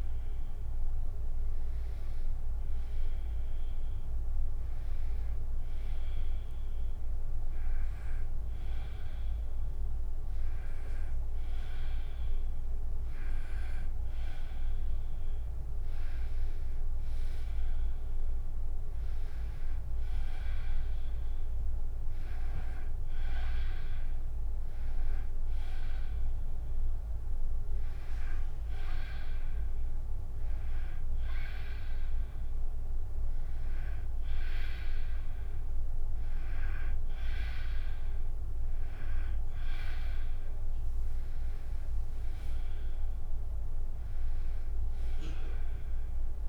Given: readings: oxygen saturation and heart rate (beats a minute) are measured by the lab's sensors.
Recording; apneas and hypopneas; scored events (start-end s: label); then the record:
breathing in sleep by a room microphone; none
15.50-46.49 s: new sleep stage, N2 (light sleep)
From the record:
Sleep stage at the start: N1 (lightest sleep); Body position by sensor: on the back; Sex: female